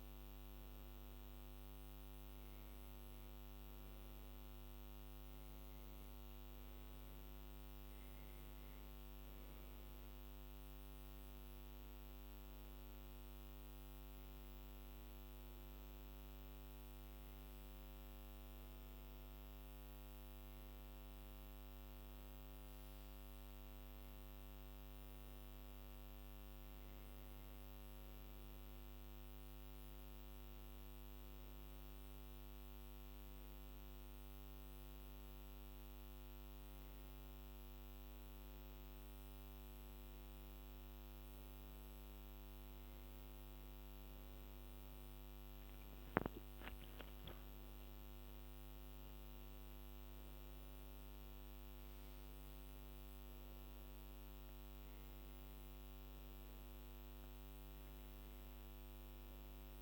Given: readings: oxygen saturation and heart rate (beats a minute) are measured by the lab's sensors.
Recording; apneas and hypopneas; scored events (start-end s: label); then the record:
breathing in sleep, hard to hear, by a microphone on the trachea; none
47.00-51.50 s: arousal
From the record:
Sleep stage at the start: N1 (lightest sleep); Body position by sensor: on the back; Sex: female